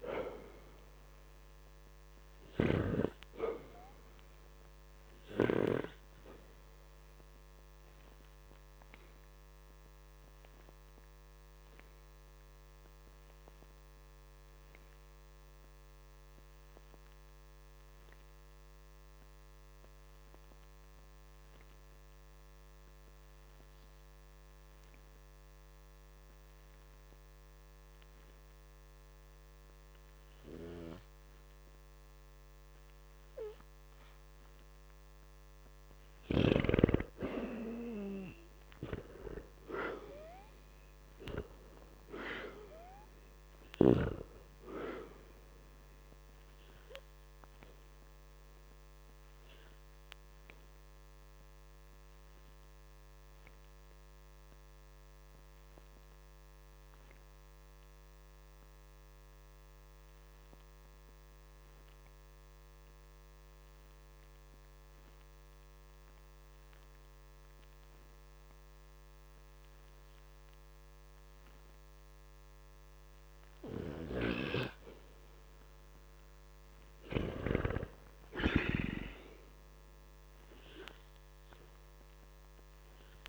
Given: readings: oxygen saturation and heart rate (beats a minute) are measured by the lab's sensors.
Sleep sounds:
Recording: breathing in sleep by a microphone on the trachea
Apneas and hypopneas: 2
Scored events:
0.00-1.00 s: arousal
6.00-32.50 s: hypopnea (oxygen 97% before, 88% lowest, heart rate 54 before, 51 extreme, up 1 after)
24.50-38.50 s: oxygen desaturation (device-marked, oxygen 96% before, 89% lowest, heart rate 57 before, 51 extreme)
36.50-41.00 s: arousal
50.00-73.50 s: hypopnea (oxygen 97% before, 88% lowest, heart rate 54 before, 52 extreme, up 0 after)
59.50-78.50 s: oxygen desaturation (device-marked, oxygen 96% before, 88% lowest, heart rate 58 before, 52 extreme)
76.50-80.00 s: arousal
From the record:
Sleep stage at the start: N2 (light sleep)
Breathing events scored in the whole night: 218 in 2.9 hours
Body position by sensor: on the back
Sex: male

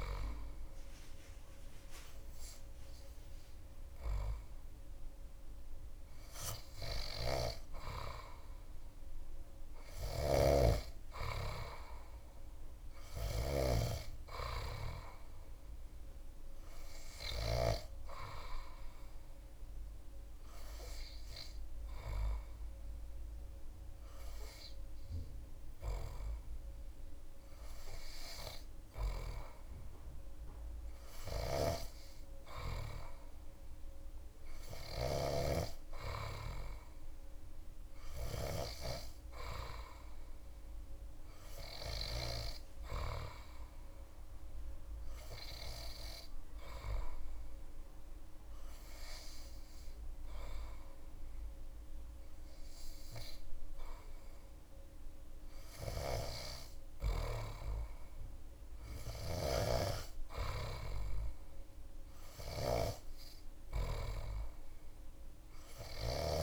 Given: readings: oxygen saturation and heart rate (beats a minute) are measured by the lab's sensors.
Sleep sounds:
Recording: breathing in sleep by a room microphone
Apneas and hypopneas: none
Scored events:
none scored
From the record:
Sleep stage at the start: N3 (deep sleep)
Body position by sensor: on the back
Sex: male

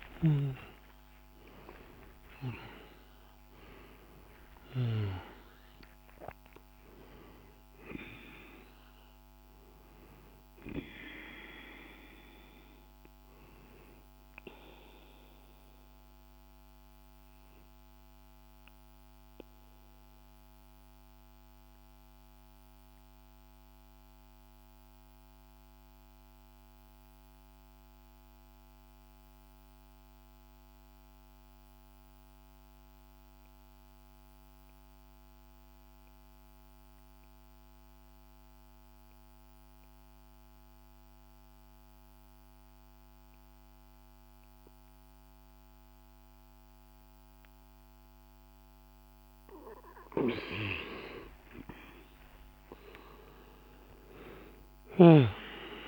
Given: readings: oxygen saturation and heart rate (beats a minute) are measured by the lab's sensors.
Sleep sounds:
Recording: breathing in sleep by a microphone on the trachea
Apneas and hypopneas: 1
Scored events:
0.00-22.00 s: oxygen desaturation (device-marked, oxygen 90% lowest)
15.50-47.50 s: mixed apnea (oxygen 99% before, 84% lowest, heart rate 98 before, 47 extreme, up 14 after)
38.00-55.88 s: oxygen desaturation (device-marked, oxygen 99% before, 84% lowest, heart rate 48 before, 48 extreme)
50.00-54.50 s: arousal
54.00-55.88 s: snoring (device-marked)
From the record:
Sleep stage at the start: N2 (light sleep)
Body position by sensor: on the back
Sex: male

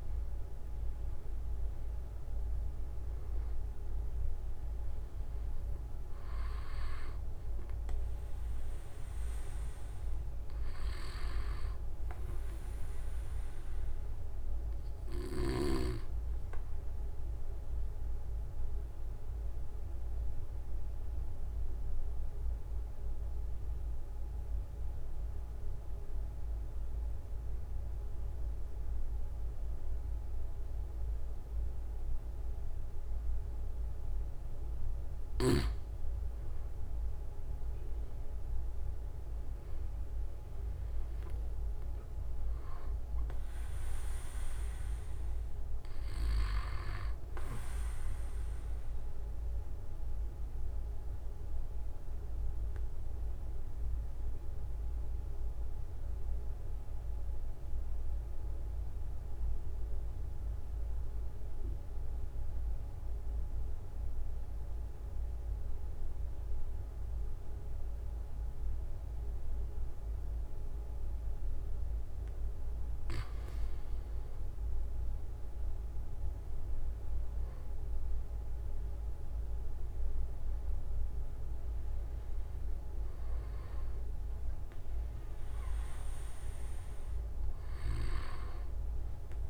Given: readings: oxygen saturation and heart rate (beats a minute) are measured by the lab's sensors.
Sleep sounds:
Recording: breathing in sleep by a room microphone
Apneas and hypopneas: 2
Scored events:
0.00-2.50 s: arousal
1.50-9.50 s: oxygen desaturation (device-marked, oxygen 97% before, 93% lowest)
9.50-11.50 s: long interval between heartbeats (device-marked, heart rate 32 before, 27 extreme)
16.00-18.00 s: long interval between heartbeats (device-marked)
16.50-29.50 s: oxygen desaturation (device-marked, oxygen 94% before, 91% lowest)
16.50-34.00 s: obstructive apnea (oxygen 97% before, 91% lowest)
34.50-36.50 s: long interval between heartbeats (device-marked, heart rate 44 before, 48 extreme)
36.50-41.50 s: arousal
42.00-44.00 s: long interval between heartbeats (device-marked)
46.00-48.00 s: long interval between heartbeats (device-marked, heart rate 38 before, 31 extreme)
49.00-71.00 s: obstructive apnea (oxygen 97% before, 91% lowest)
49.50-51.50 s: long interval between heartbeats (device-marked, heart rate 35 before, 31 extreme)
69.50-71.50 s: long interval between heartbeats (device-marked, heart rate 40 before, 46 extreme)
73.00-77.50 s: arousal
87.50-89.50 s: long interval between heartbeats (device-marked)
From the record:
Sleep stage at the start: N2 (light sleep)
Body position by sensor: on the right side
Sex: male

